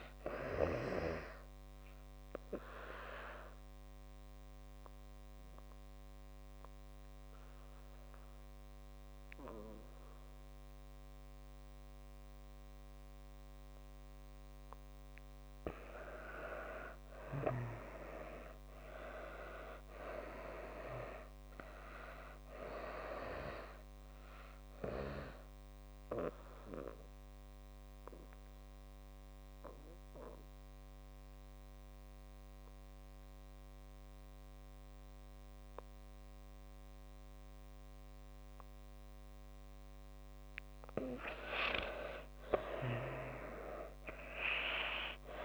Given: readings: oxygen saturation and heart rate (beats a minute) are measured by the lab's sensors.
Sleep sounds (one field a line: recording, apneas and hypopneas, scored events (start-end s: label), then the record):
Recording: breathing in sleep by a microphone on the trachea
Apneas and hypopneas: 2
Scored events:
0.00-19.50 s: oxygen desaturation (device-marked, oxygen 82% lowest)
1.50-15.00 s: obstructive apnea (oxygen 96% before, 82% lowest)
18.50-22.00 s: arousal
25.00-40.00 s: obstructive apnea (oxygen 95% before, 82% lowest)
28.50-39.50 s: oxygen desaturation (device-marked, oxygen 95% before, 85% lowest)
42.50-45.45 s: arousal
From the record:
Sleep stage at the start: N2 (light sleep)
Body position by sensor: on the back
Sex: female